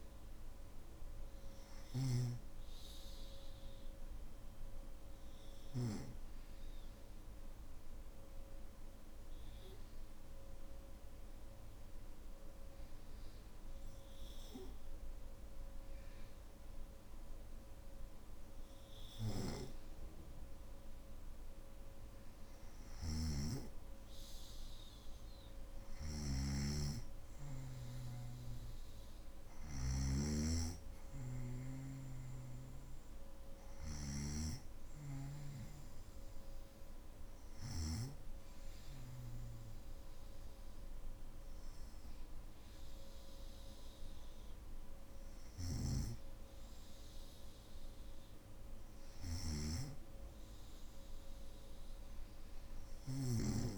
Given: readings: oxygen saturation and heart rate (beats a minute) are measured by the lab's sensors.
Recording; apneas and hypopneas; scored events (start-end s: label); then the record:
breathing in sleep by a room microphone; 1
0.00-6.00 s: oxygen desaturation (device-marked, oxygen 92% lowest, heart rate 48 extreme)
3.50-21.50 s: obstructive apnea (oxygen 97% before, 92% lowest, heart rate 54 before, 48 extreme, up 5 after)
25.50-29.50 s: snoring (device-marked)
From the record:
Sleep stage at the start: N3 (deep sleep); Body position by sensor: on the back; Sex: male